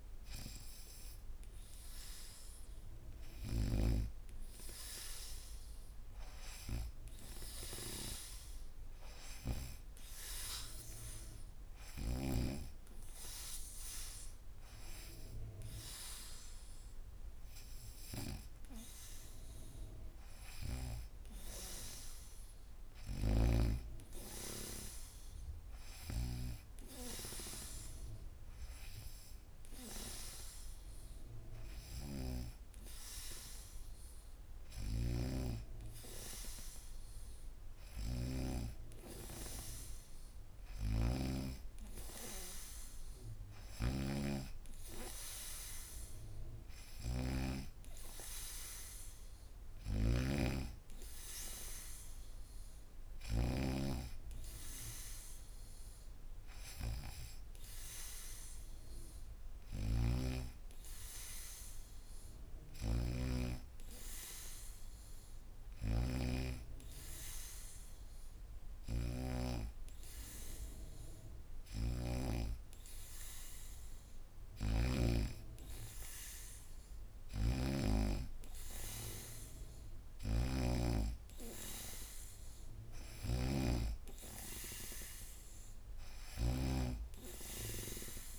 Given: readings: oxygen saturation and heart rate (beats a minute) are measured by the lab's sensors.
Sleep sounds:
breathing in sleep by a room microphone; none
14.50-28.50 s: oxygen desaturation (device-marked, oxygen 94% before, 91% lowest, heart rate 78 before, 77 extreme)
34.50-53.50 s: snoring (device-marked)
59.50-72.00 s: snoring (device-marked)
74.00-88.39 s: snoring (device-marked)
78.50-88.39 s: oxygen desaturation (device-marked, oxygen 94% before, 90% lowest, heart rate 77 before, 75 extreme)
From the record:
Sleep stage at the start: N2 (light sleep); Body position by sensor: on the back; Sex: female

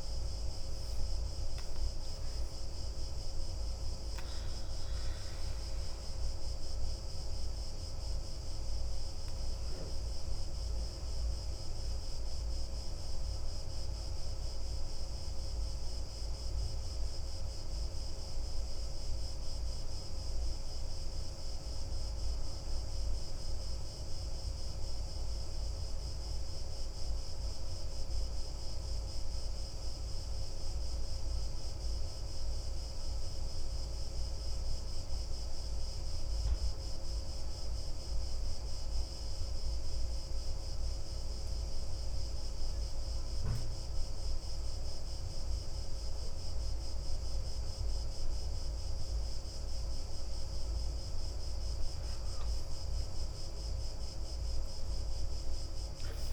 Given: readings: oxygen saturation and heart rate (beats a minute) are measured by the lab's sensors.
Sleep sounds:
breathing in sleep, hard to hear, by a room microphone; 1
0.00-25.50 s: oxygen desaturation (device-marked, oxygen 85% lowest, heart rate 34 extreme)
3.50-51.00 s: obstructive apnea (oxygen 96% before, 85% lowest, heart rate 46 before, 29 extreme, up 15 after)
42.50-56.33 s: oxygen desaturation (device-marked, oxygen 97% before, 88% lowest, heart rate 41 before, 29 extreme)
53.00-56.33 s: arousal
From the record:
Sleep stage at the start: N2 (light sleep); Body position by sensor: on the back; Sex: male

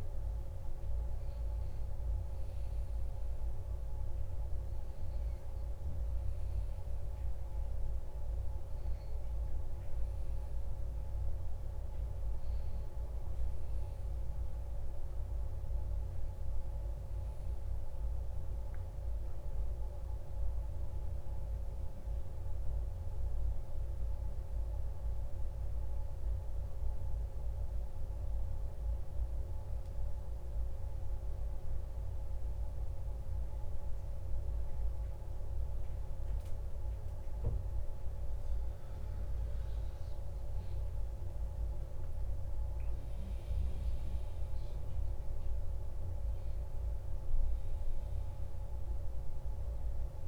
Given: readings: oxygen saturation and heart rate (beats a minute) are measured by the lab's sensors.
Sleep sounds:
breathing in sleep, hard to hear, by a room microphone; 1
0.00-18.50 s: oxygen desaturation (device-marked, oxygen 93% lowest, heart rate 50 extreme)
24.00-38.50 s: central apnea (oxygen 98% before, 95% lowest, heart rate 53 before, 50 extreme, up 8 after)
42.00-46.50 s: arousal
From the record:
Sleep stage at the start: N2 (light sleep); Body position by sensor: on the back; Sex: male

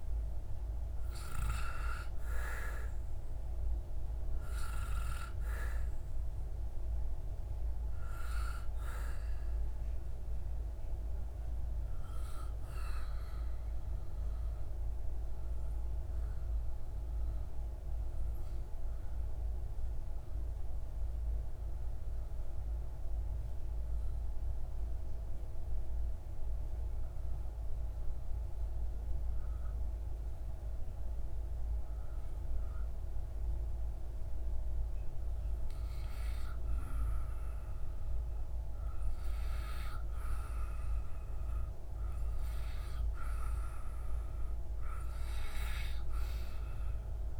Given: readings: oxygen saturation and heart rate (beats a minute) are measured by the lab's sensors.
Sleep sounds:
breathing in sleep by a room microphone; 1
0.00-10.50 s: oxygen desaturation (device-marked, oxygen 92% lowest)
13.00-33.50 s: obstructive apnea (oxygen 96% before, 93% lowest)
34.50-38.00 s: arousal
37.50-47.39 s: oxygen desaturation (device-marked, oxygen 97% before, 93% lowest)
From the record:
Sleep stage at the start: N2 (light sleep); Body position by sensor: on the back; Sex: male

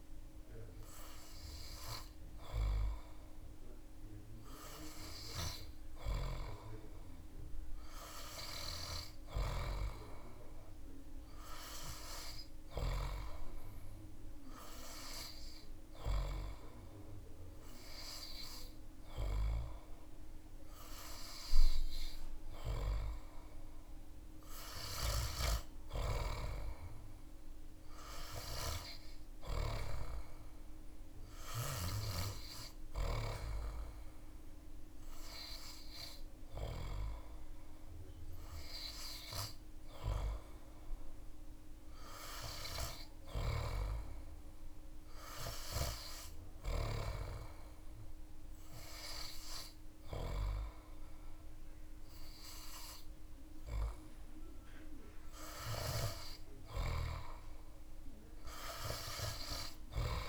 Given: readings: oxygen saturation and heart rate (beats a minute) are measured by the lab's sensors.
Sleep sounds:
breathing in sleep by a room microphone; none
none scored
From the record:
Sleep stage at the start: N3 (deep sleep); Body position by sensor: on the back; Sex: male

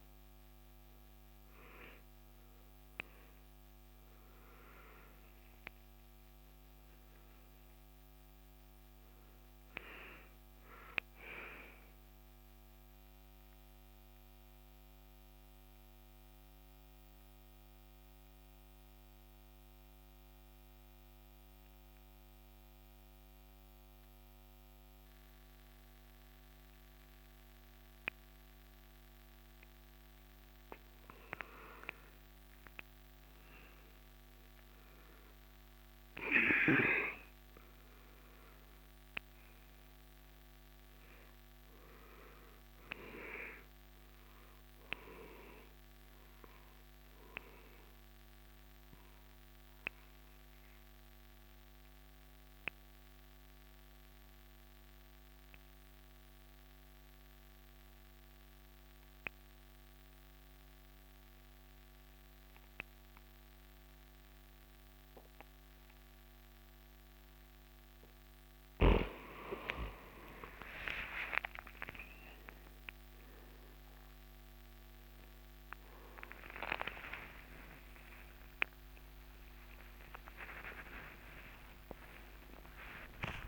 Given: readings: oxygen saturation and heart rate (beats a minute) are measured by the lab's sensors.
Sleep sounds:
breathing in sleep by a microphone on the trachea; 2
13.50-31.00 s: obstructive apnea (oxygen 98% before, 91% lowest, heart rate 70 before, 63 extreme, up 4 after)
30.00-37.00 s: oxygen desaturation (device-marked, oxygen 97% before, 93% lowest, heart rate 69 before, 63 extreme)
32.50-36.00 s: arousal
49.00-68.00 s: obstructive apnea (oxygen 98% before, 91% lowest, heart rate 70 before, 64 extreme, up 6 after)
61.00-77.00 s: oxygen desaturation (device-marked, oxygen 98% before, 91% lowest, heart rate 66 before, 69 extreme)
72.00-80.00 s: arousal
82.00-83.48 s: oxygen desaturation (device-marked, oxygen 94% before, 91% lowest, heart rate 77 before, 72 extreme)
From the record:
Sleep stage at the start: N2 (light sleep); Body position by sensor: on the right side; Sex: male

